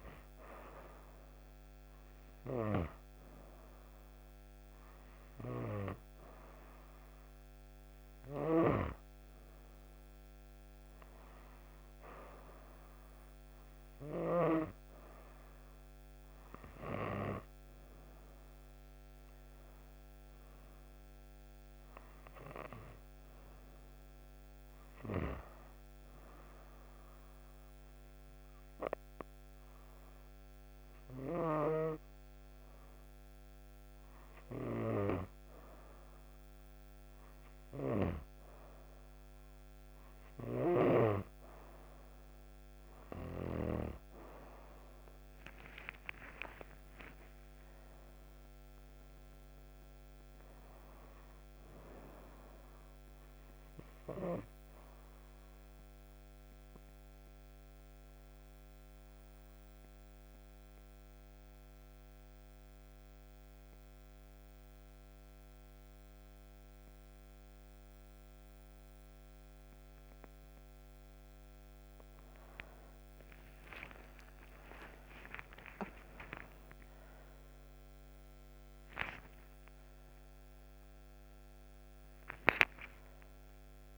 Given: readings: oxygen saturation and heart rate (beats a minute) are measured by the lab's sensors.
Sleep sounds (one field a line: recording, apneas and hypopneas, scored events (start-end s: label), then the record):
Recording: breathing in sleep by a microphone on the trachea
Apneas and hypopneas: 2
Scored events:
0.00-9.00 s: oxygen desaturation (device-marked, oxygen 92% lowest, heart rate 61 extreme)
17.50-21.00 s: arousal
26.50-37.00 s: obstructive apnea (oxygen 94% before, 90% lowest, heart rate 67 before, 60 extreme, up 8 after)
39.00-43.00 s: arousal
53.00-71.50 s: obstructive apnea (oxygen 94% before, 90% lowest)
75.00-81.00 s: arousal
78.00-83.98 s: oxygen desaturation (device-marked, oxygen 96% before, 90% lowest)
From the record:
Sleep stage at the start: N2 (light sleep)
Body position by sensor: on the right side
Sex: female